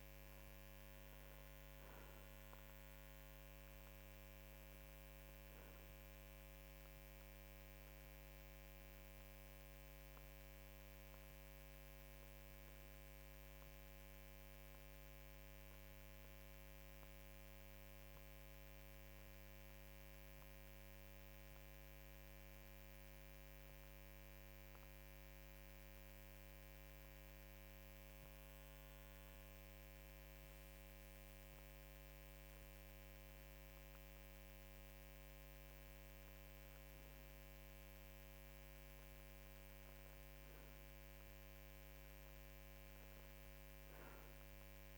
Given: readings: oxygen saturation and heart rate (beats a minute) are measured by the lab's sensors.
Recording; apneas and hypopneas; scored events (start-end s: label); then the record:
breathing in sleep, hard to hear, by a microphone on the trachea; 1
13.50-39.00 s: obstructive apnea (oxygen 94% before, 92% lowest, heart rate 55 before, 53 extreme, up 2 after)
41.00-44.98 s: arousal
From the record:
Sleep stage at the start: N2 (light sleep); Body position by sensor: on the right side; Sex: male